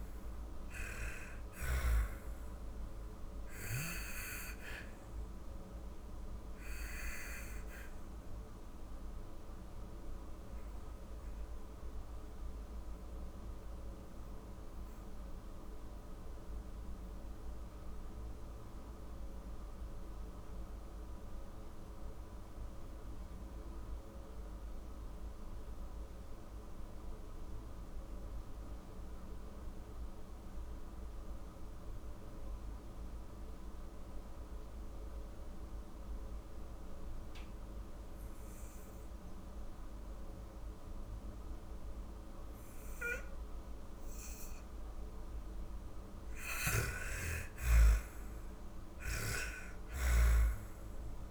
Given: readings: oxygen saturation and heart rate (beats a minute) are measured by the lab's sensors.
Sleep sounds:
breathing in sleep by a room microphone; 1
0.00-16.00 s: oxygen desaturation (device-marked, oxygen 87% lowest, heart rate 39 extreme)
4.50-41.50 s: obstructive apnea (oxygen 98% before, 86% lowest, heart rate 52 before, 39 extreme, up 47 after)
37.00-51.31 s: oxygen desaturation (device-marked, oxygen 98% before, 86% lowest, heart rate 47 before, 38 extreme)
45.00-50.50 s: arousal
48.00-51.31 s: snoring (device-marked)
From the record:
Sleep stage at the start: N2 (light sleep); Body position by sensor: on the back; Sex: female

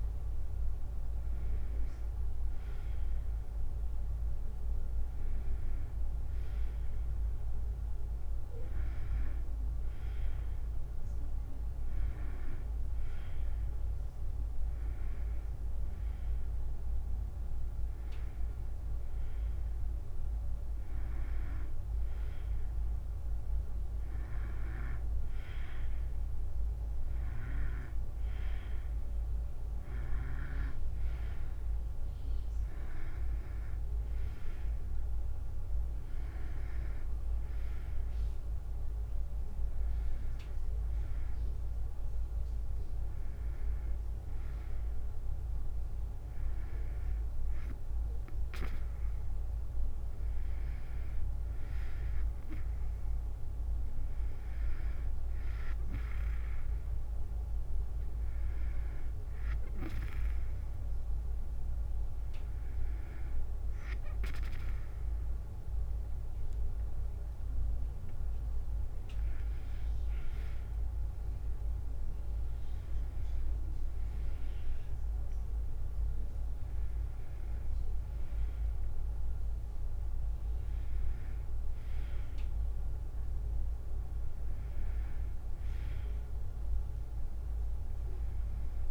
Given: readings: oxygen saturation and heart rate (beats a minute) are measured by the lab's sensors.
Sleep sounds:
breathing in sleep, hard to hear, by a room microphone; none
51.50-74.50 s: drop in pulse transit time (device-marked, heart rate 78 before, 76 extreme)
From the record:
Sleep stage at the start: N2 (light sleep); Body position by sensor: on the back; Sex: female

